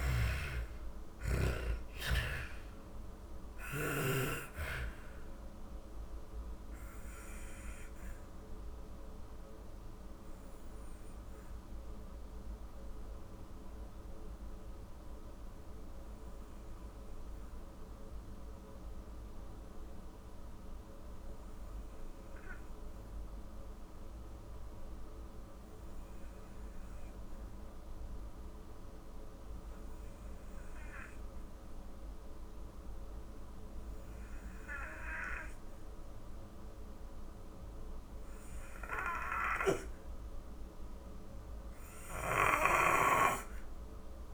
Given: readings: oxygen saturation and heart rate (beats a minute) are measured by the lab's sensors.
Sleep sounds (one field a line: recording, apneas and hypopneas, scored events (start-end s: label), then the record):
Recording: breathing in sleep by a room microphone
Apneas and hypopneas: 1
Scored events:
0.00-15.00 s: oxygen desaturation (device-marked, oxygen 79% lowest, heart rate 51 extreme)
4.50-40.00 s: obstructive apnea (oxygen 97% before, 79% lowest)
36.00-44.34 s: oxygen desaturation (device-marked, oxygen 98% before, 81% lowest)
43.00-44.34 s: arousal
43.00-44.34 s: snoring (device-marked)
From the record:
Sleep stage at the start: N2 (light sleep)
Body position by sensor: on the back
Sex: female